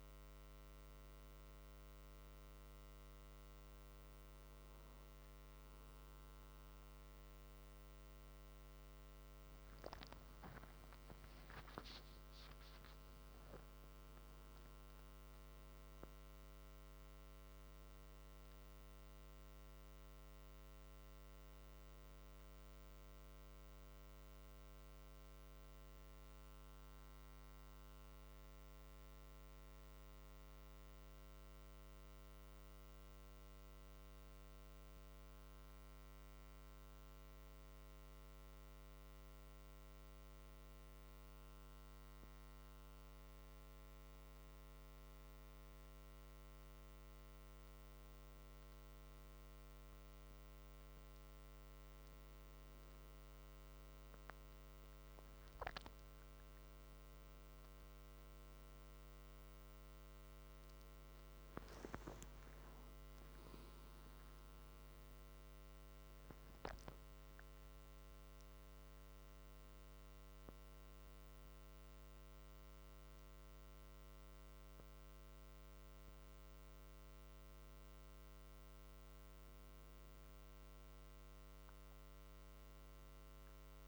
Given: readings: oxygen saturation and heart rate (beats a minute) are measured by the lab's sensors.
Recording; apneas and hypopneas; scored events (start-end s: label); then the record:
a person awake in a sleep study, hard to hear, by a microphone on the trachea; none
19.50-79.50 s: new sleep stage, awake
79.50-83.87 s: new sleep stage, N1 (lightest sleep)
From the record:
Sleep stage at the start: N1 (lightest sleep); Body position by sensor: on the back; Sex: male